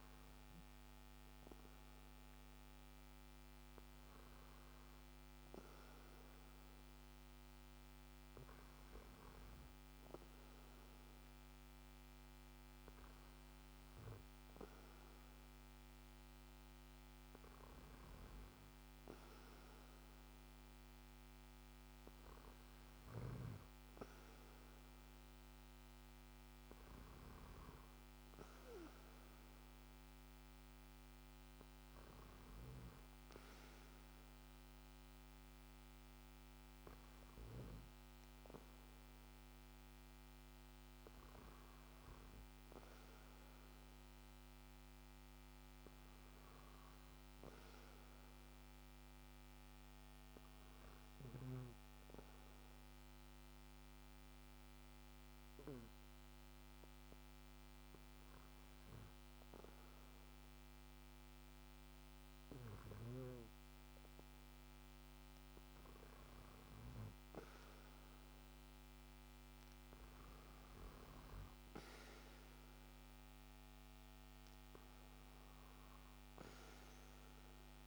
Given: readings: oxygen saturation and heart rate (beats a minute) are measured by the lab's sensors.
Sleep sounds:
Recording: breathing in sleep, hard to hear, by a microphone on the trachea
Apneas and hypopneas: 1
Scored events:
51.50-64.00 s: obstructive apnea (oxygen 94% before, 91% lowest, heart rate 58 before, 56 extreme, up 11 after)
67.50-71.00 s: arousal
From the record:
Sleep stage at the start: N2 (light sleep)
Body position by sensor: on the back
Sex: male

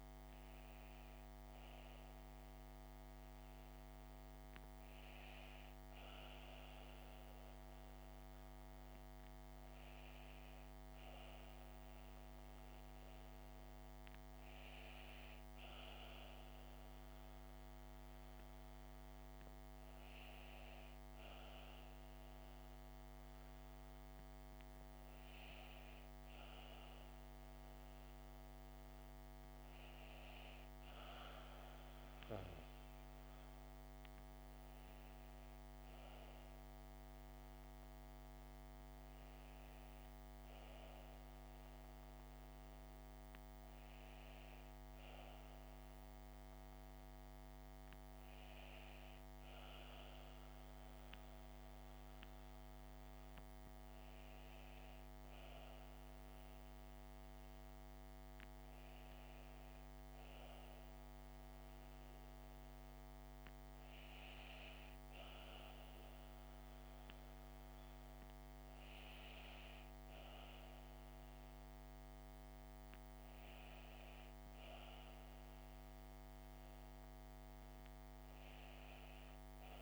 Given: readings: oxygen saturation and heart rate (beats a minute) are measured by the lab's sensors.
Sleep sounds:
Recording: breathing in sleep, hard to hear, by a microphone on the trachea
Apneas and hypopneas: none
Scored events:
none scored
From the record:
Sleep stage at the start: N2 (light sleep)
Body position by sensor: on the back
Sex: female

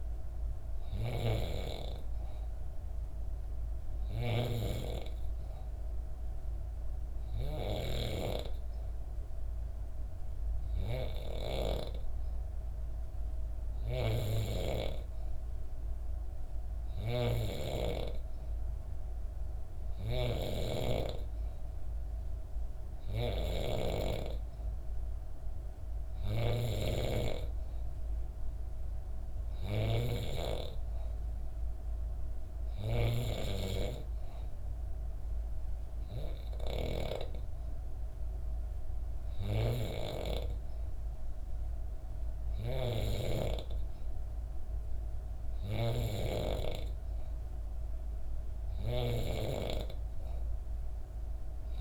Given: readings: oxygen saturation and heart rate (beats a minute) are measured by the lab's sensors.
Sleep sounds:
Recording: breathing in sleep by a room microphone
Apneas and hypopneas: none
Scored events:
16.50-23.50 s: snoring (device-marked)
42.50-51.81 s: snoring (device-marked)
From the record:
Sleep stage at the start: N3 (deep sleep)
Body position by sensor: on the back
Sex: female

